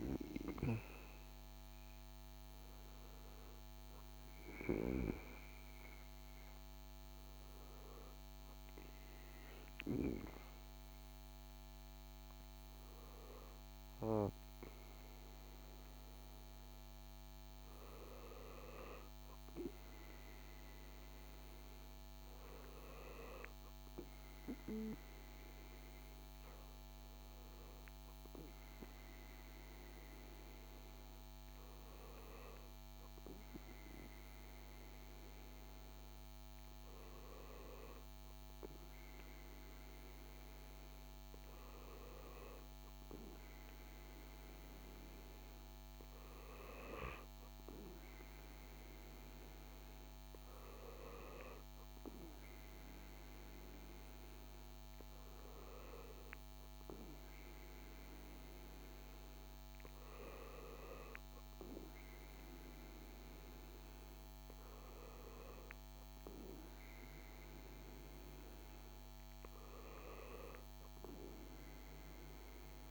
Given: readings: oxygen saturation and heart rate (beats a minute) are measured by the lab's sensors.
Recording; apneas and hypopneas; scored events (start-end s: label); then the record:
breathing in sleep by a microphone on the trachea; none
none scored
From the record:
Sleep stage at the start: N2 (light sleep); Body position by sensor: on the back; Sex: male